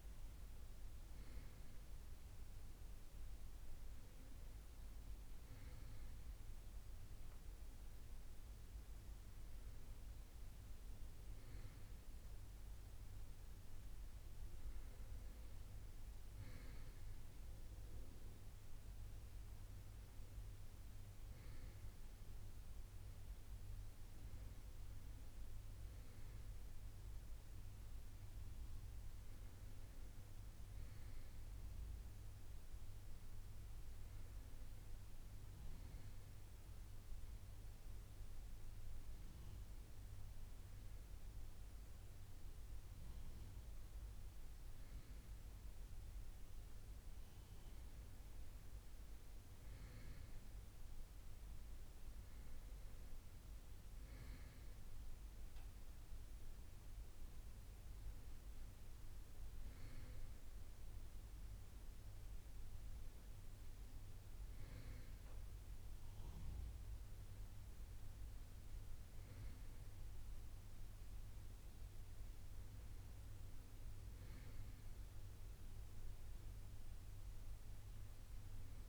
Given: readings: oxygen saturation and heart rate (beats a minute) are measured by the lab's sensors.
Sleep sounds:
breathing in sleep, hard to hear, by a room microphone; none
none scored
From the record:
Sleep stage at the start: N2 (light sleep); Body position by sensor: on the right side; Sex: male

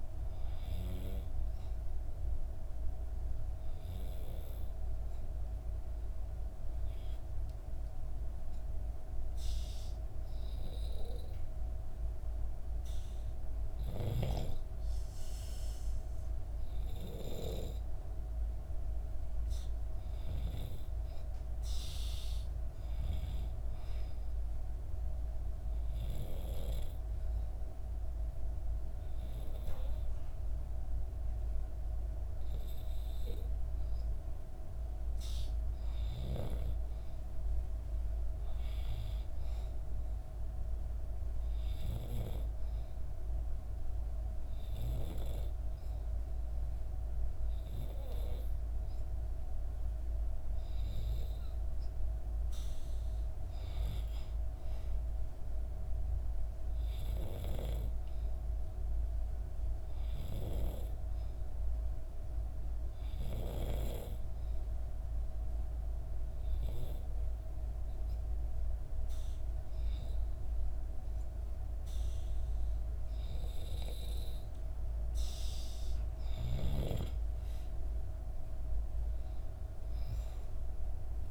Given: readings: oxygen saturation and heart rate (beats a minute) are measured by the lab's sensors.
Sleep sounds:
breathing in sleep by a room microphone; 2
0.00-9.00 s: oxygen desaturation (device-marked, oxygen 91% lowest, heart rate 63 extreme)
14.00-18.00 s: arousal
24.00-35.00 s: hypopnea (oxygen 96% before, 94% lowest, heart rate 65 before, 63 extreme, up 3 after)
37.00-41.00 s: arousal
63.00-75.00 s: hypopnea (oxygen 95% before, 91% lowest, heart rate 65 before, 63 extreme, up 5 after)
76.50-80.50 s: arousal
From the record:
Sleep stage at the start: N2 (light sleep); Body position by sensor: on the back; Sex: female

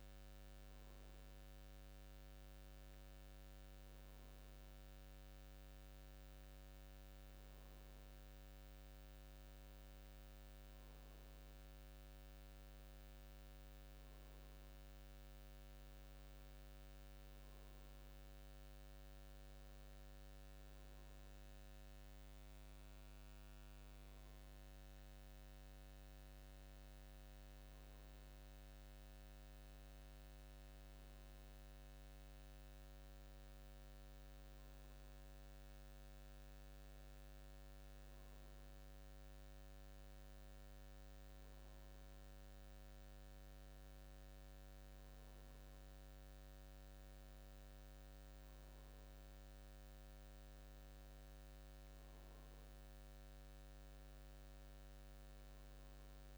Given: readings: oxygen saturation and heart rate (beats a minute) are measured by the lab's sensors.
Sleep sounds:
breathing in sleep, hard to hear, by a microphone on the trachea; none
none scored
From the record:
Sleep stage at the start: N2 (light sleep); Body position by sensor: on the back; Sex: male

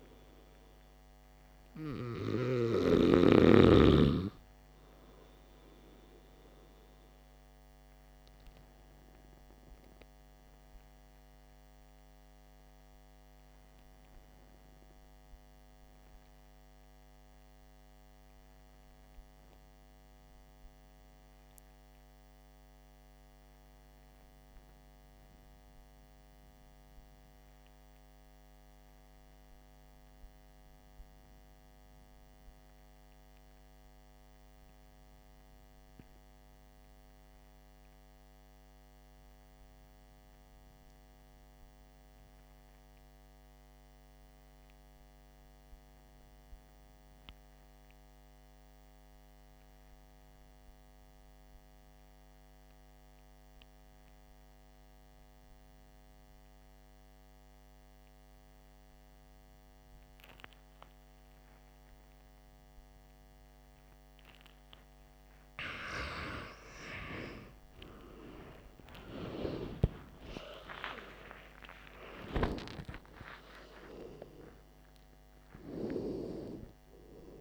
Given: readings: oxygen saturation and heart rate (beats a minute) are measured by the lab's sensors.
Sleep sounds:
breathing in sleep by a microphone on the trachea; 1
9.00-66.00 s: obstructive apnea (oxygen 96% before, 75% lowest, heart rate 57 before, 46 extreme, up 49 after)
34.00-77.41 s: oxygen desaturation (device-marked, oxygen 96% before, 75% lowest, heart rate 52 before, 48 extreme)
69.00-73.00 s: arousal
From the record:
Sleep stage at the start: N2 (light sleep); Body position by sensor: on the back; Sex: male

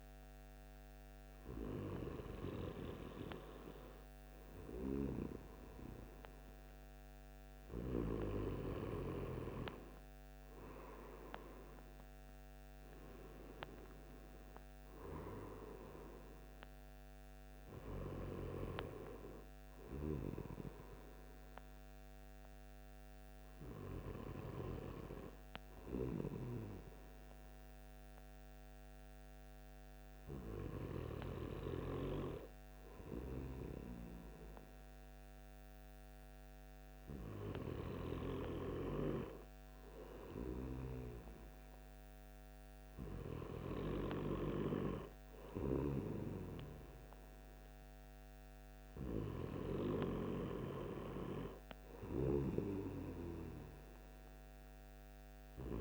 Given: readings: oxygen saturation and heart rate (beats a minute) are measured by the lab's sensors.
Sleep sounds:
breathing in sleep by a microphone on the trachea; none
none scored
From the record:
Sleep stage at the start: N2 (light sleep); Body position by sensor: on the right side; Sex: male

